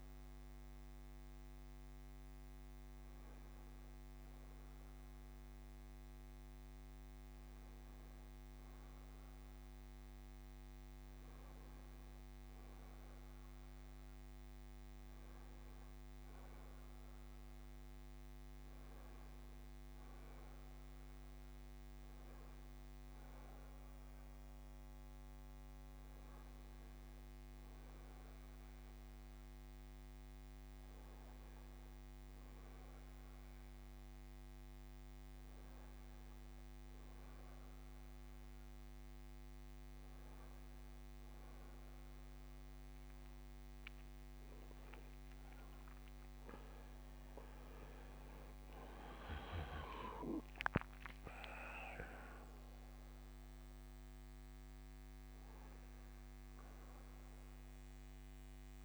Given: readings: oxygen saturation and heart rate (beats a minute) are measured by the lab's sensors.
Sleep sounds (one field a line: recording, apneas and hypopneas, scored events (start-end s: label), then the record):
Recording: breathing in sleep by a microphone on the trachea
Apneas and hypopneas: none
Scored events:
46.50-51.00 s: arousal
From the record:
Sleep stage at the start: N1 (lightest sleep)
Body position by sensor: on the back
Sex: male